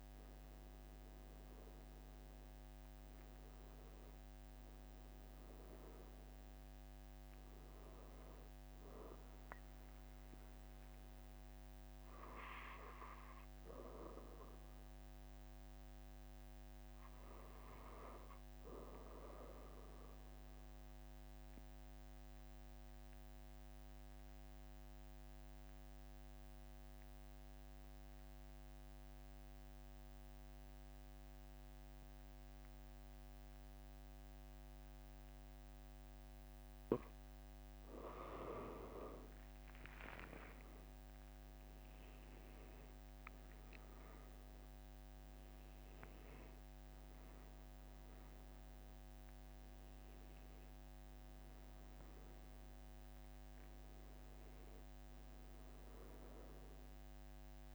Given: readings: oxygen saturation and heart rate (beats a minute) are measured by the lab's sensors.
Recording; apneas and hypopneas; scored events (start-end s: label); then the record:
breathing in sleep by a microphone on the trachea; 1
0.00-20.00 s: oxygen desaturation (device-marked, oxygen 91% lowest, heart rate 45 extreme)
20.50-37.50 s: obstructive apnea (oxygen 96% before, 92% lowest, heart rate 46 before, 44 extreme, up 4 after)
39.50-45.50 s: arousal
From the record:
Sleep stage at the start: N2 (light sleep); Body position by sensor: on the back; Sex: male